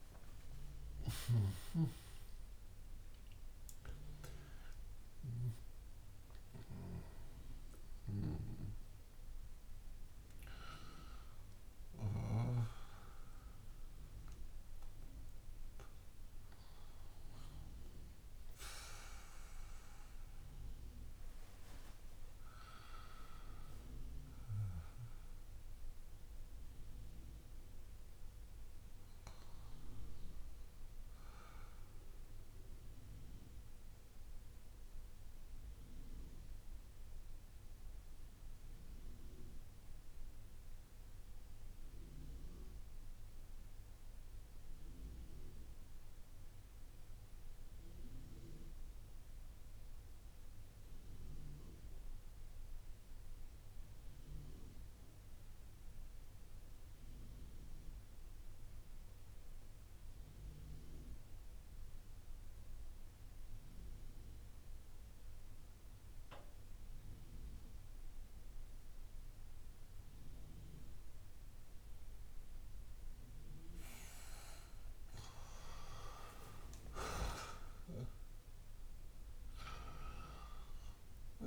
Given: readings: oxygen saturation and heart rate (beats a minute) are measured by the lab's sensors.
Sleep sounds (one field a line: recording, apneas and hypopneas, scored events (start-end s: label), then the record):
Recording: breathing in sleep by a room microphone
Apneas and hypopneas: 1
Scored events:
0.00-21.50 s: oxygen desaturation (device-marked, oxygen 88% lowest)
25.00-29.00 s: arousal
31.50-73.50 s: obstructive apnea (oxygen 98% before, 88% lowest)
58.50-81.47 s: oxygen desaturation (device-marked, oxygen 97% before, 88% lowest)
75.50-79.00 s: arousal
From the record:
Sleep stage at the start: N2 (light sleep)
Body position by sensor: on the back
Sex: male